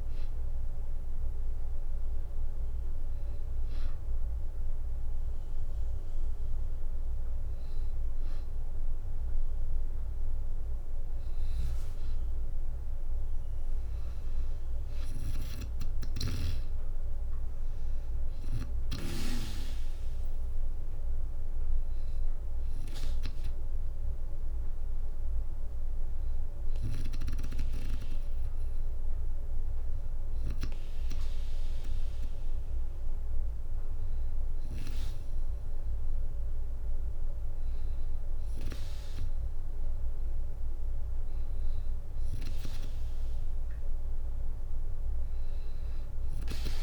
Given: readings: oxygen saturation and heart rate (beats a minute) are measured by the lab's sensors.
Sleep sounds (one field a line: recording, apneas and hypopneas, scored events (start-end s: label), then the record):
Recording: breathing in sleep by a room microphone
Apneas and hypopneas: none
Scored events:
16.50-29.50 s: drop in pulse transit time (device-marked, heart rate 62 before, 63 extreme)
From the record:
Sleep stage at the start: N2 (light sleep)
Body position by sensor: on the back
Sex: female